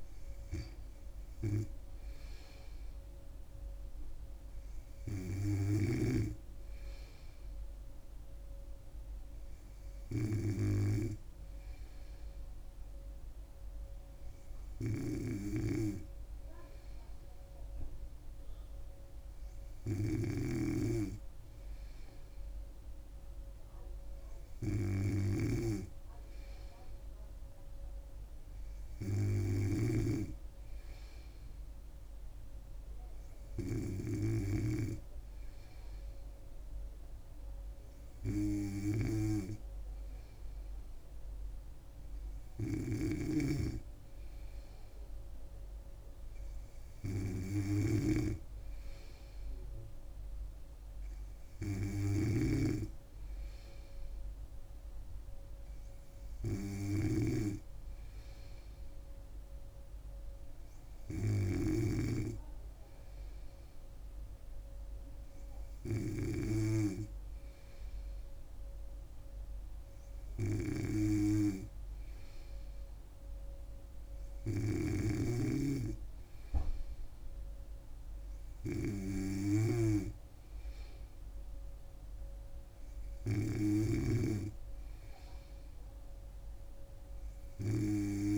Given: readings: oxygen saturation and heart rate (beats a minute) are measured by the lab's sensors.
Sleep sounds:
breathing in sleep by a room microphone; none
43.50-62.50 s: snoring (device-marked)
From the record:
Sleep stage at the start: N3 (deep sleep); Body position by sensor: on the back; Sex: female

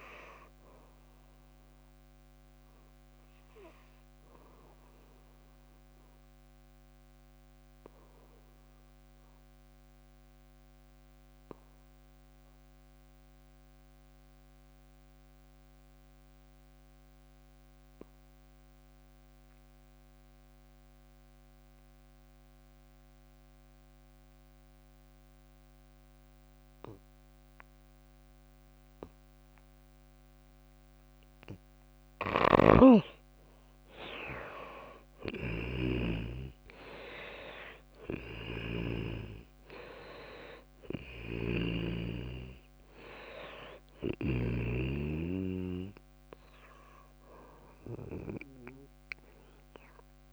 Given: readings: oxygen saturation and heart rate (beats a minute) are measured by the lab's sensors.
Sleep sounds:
breathing in sleep by a microphone on the trachea; 1
0.00-10.00 s: oxygen desaturation (device-marked, oxygen 74% lowest, heart rate 55 extreme)
5.00-31.50 s: obstructive apnea (oxygen 96% before, 78% lowest, heart rate 68 before, 56 extreme, up 13 after)
24.00-50.33 s: oxygen desaturation (device-marked, oxygen 99% before, 78% lowest, heart rate 57 before, 57 extreme)
32.50-42.00 s: snoring (device-marked)
34.50-38.50 s: arousal
From the record:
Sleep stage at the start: N2 (light sleep); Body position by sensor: on the back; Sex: female

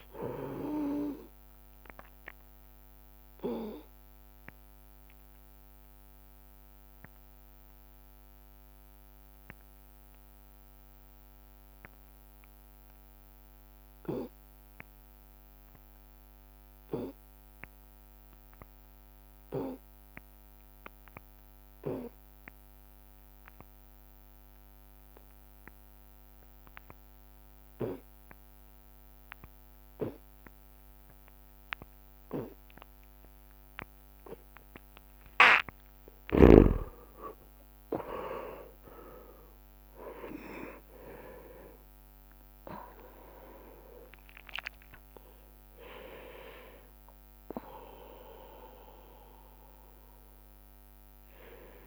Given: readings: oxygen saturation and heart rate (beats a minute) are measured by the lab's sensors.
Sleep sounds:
breathing in sleep by a microphone on the trachea; 1
0.00-28.50 s: oxygen desaturation (device-marked, oxygen 83% lowest)
3.50-34.50 s: obstructive apnea (oxygen 99% before, 83% lowest)
36.50-42.00 s: arousal
From the record:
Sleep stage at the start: N2 (light sleep); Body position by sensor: on the right side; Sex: male

